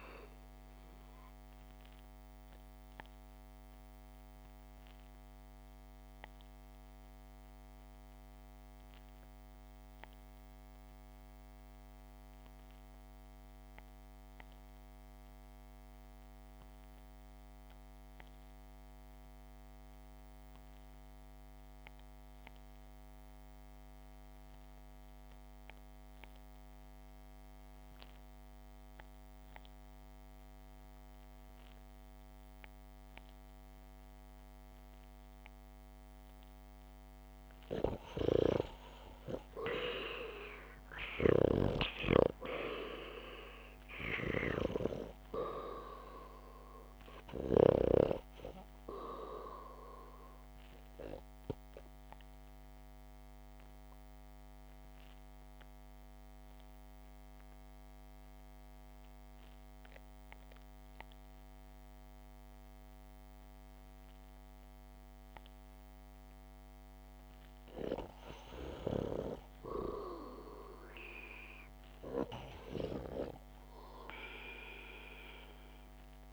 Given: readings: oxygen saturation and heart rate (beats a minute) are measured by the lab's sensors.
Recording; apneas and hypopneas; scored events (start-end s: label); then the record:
breathing in sleep by a microphone on the trachea; 2
3.00-37.00 s: obstructive apnea (oxygen 99% before, 88% lowest, heart rate 64 before, 50 extreme)
14.00-26.00 s: oxygen desaturation (device-marked, oxygen 96% before, 90% lowest, heart rate 63 before, 50 extreme)
39.50-43.50 s: arousal
53.50-68.50 s: obstructive apnea (oxygen 97% before, 88% lowest, heart rate 55 before, 65 extreme, up 0 after)
65.00-76.33 s: oxygen desaturation (device-marked, oxygen 94% before, 88% lowest, heart rate 61 before, 50 extreme)
71.50-75.00 s: arousal
From the record:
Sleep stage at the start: REM sleep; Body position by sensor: on the back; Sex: male